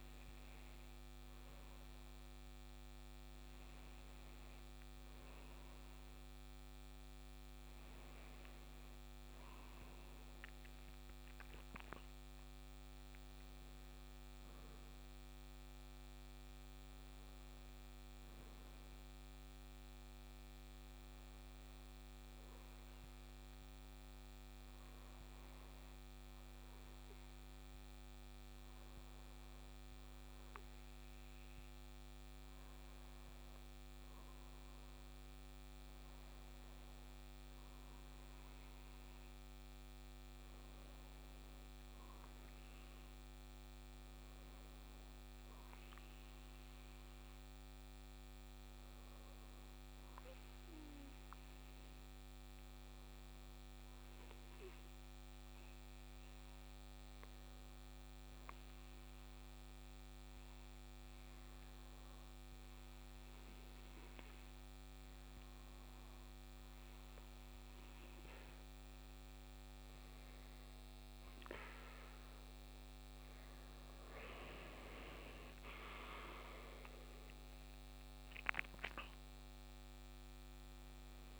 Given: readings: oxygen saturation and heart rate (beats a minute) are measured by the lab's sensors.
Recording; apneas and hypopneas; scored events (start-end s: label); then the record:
breathing in sleep, hard to hear, by a microphone on the trachea; 1
53.50-70.50 s: hypopnea (oxygen 95% before, 93% lowest, heart rate 65 before, 62 extreme, up 3 after)
72.00-77.50 s: arousal
From the record:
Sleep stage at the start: N2 (light sleep); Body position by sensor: on the back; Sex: male